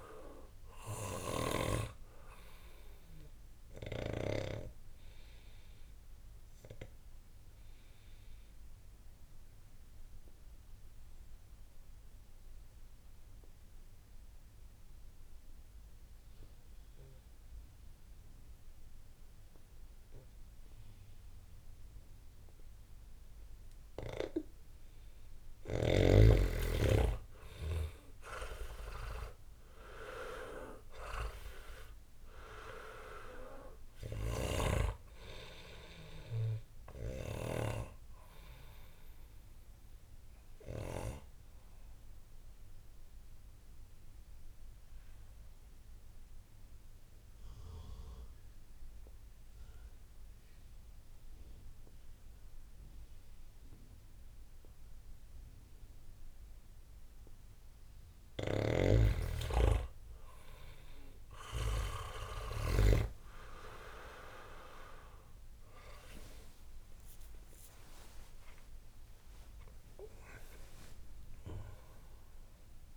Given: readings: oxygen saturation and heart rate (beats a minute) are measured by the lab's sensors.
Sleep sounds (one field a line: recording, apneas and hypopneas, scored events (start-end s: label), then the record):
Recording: breathing in sleep by a room microphone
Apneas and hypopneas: 2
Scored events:
0.00-1.50 s: snoring (device-marked)
0.00-20.00 s: oxygen desaturation (device-marked, oxygen 85% lowest, heart rate 60 extreme)
4.00-24.00 s: obstructive apnea (oxygen 99% before, 84% lowest, heart rate 67 before, 60 extreme, up 8 after)
28.00-31.50 s: arousal
29.00-54.00 s: oxygen desaturation (device-marked, oxygen 99% before, 84% lowest, heart rate 65 before, 60 extreme)
39.50-56.50 s: obstructive apnea (oxygen 99% before, 84% lowest, heart rate 71 before, 60 extreme, up 11 after)
58.50-63.00 s: snoring (device-marked)
60.50-64.00 s: arousal
64.00-72.97 s: oxygen desaturation (device-marked, oxygen 99% before, 92% lowest, heart rate 66 before, 55 extreme)
From the record:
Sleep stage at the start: N2 (light sleep)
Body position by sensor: on the back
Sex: male